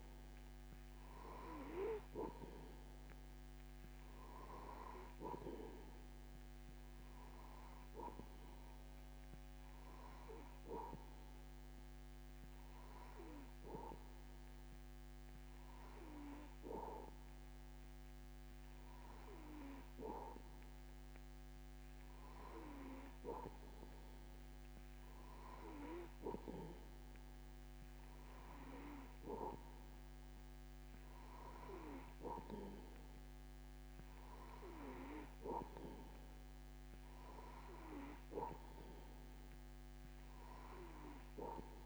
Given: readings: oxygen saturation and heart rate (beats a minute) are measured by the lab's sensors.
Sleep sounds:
breathing in sleep by a microphone on the trachea; none
none scored
From the record:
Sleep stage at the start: N2 (light sleep); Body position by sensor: on the back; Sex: male

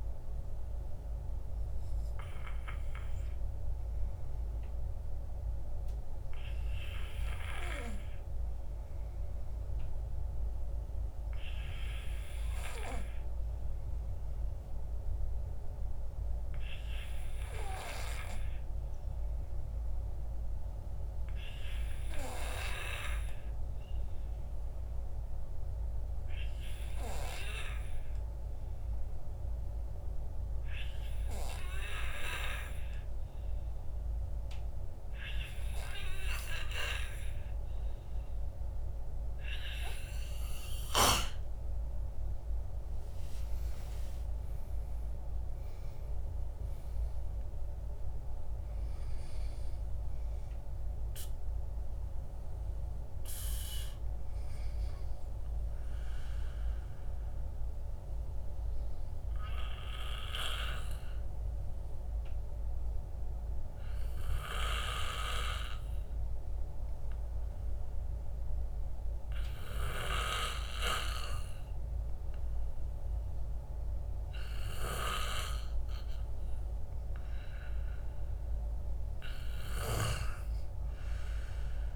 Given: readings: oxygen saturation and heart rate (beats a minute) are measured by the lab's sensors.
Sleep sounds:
breathing in sleep by a room microphone; 2
21.50-36.50 s: hypopnea (oxygen 97% before, 93% lowest, heart rate 53 before, 44 extreme, up 10 after)
41.50-47.00 s: arousal
58.50-72.50 s: obstructive apnea (oxygen 96% before, 91% lowest, heart rate 57 before, 50 extreme, up 6 after)
74.50-77.50 s: arousal
From the record:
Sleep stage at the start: N2 (light sleep); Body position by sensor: on the back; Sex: male

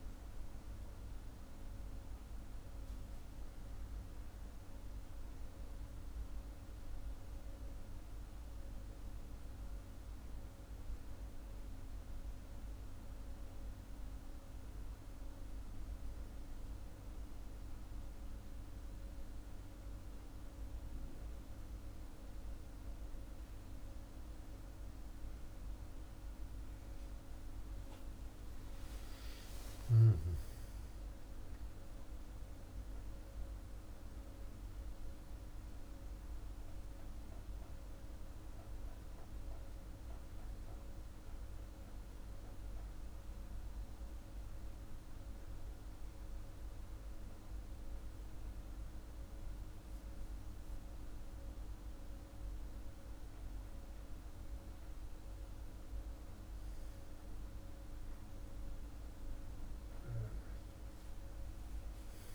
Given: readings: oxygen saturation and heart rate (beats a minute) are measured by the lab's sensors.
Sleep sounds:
breathing in sleep, hard to hear, by a room microphone; 1
27.50-32.50 s: arousal
34.50-52.50 s: hypopnea (oxygen 97% before, 95% lowest, heart rate 49 before, 42 extreme, up 3 after)
54.00-57.00 s: arousal
55.50-62.35 s: oxygen desaturation (device-marked, oxygen 99% before, 95% lowest, heart rate 48 before, 44 extreme)
From the record:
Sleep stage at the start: N2 (light sleep); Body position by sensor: on the back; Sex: male

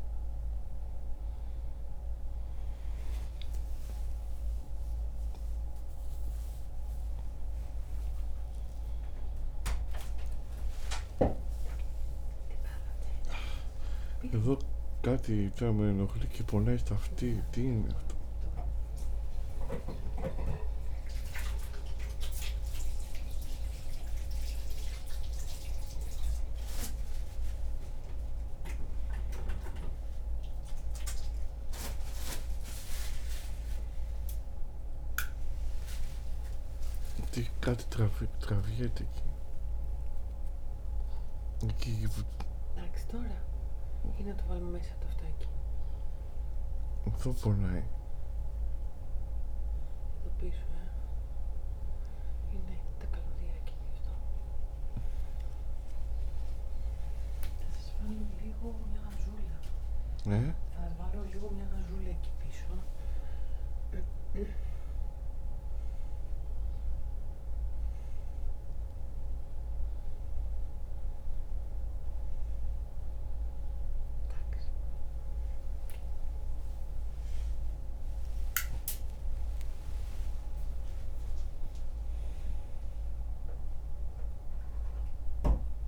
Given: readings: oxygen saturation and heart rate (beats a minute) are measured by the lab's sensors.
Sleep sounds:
a person awake in a sleep study, by a room microphone; none
25.00-49.00 s: oxygen desaturation (device-marked, oxygen 99% before, 96% lowest, heart rate 84 before, 63 extreme)
80.00-85.88 s: new sleep stage, N1 (lightest sleep)
From the record:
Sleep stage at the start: awake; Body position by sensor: on the back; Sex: male

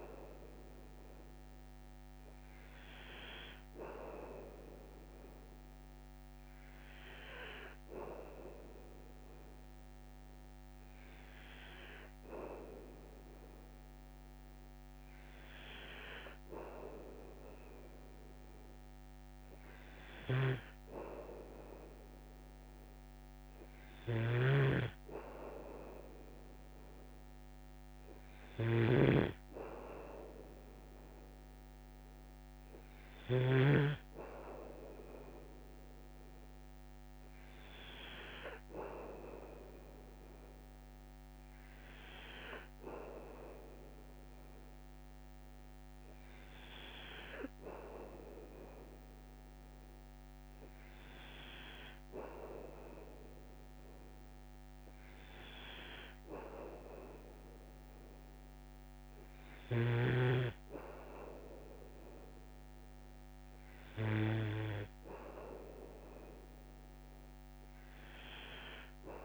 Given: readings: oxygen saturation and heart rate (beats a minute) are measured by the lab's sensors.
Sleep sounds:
breathing in sleep by a microphone on the trachea; none
20.00-33.50 s: snoring (device-marked)
From the record:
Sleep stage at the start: N2 (light sleep); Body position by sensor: on the back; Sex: male

